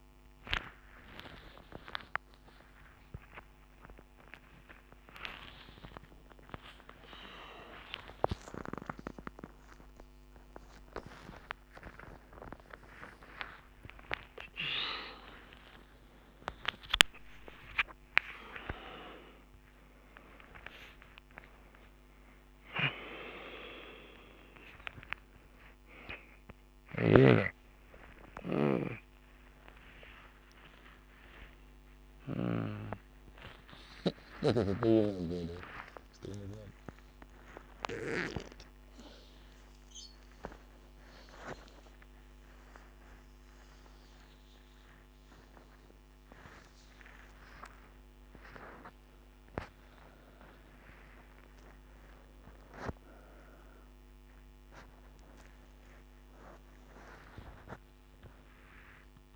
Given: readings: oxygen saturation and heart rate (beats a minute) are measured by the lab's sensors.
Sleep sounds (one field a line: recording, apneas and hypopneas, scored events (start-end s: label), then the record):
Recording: a person awake in a sleep study, by a microphone on the trachea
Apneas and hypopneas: none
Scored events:
26.00-32.00 s: snoring (device-marked)
From the record:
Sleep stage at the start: awake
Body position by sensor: on the front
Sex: male